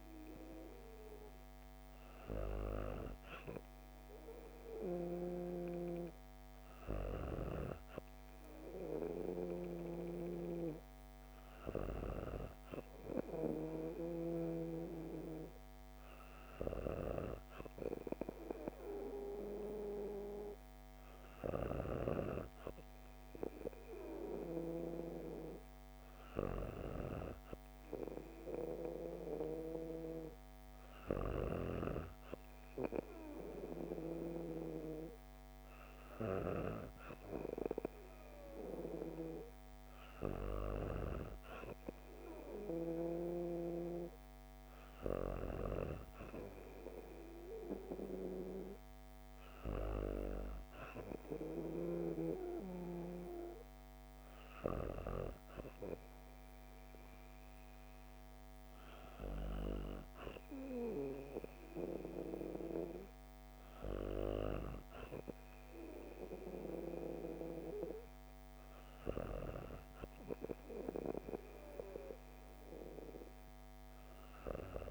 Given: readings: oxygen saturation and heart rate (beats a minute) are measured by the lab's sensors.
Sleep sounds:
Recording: breathing in sleep by a microphone on the trachea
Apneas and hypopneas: none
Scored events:
none scored
From the record:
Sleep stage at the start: N2 (light sleep)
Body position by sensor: on the back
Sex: female

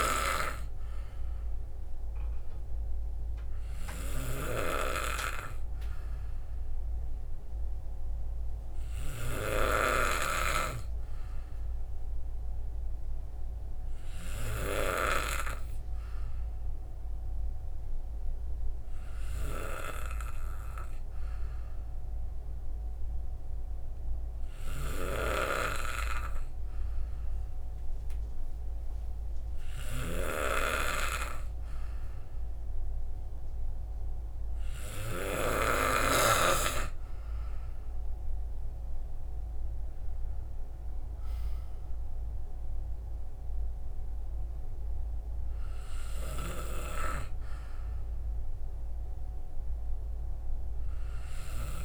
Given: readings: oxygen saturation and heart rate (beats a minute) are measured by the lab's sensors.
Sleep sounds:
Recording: breathing in sleep by a room microphone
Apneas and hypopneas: none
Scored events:
none scored
From the record:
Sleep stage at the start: N2 (light sleep)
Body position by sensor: on the back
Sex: male

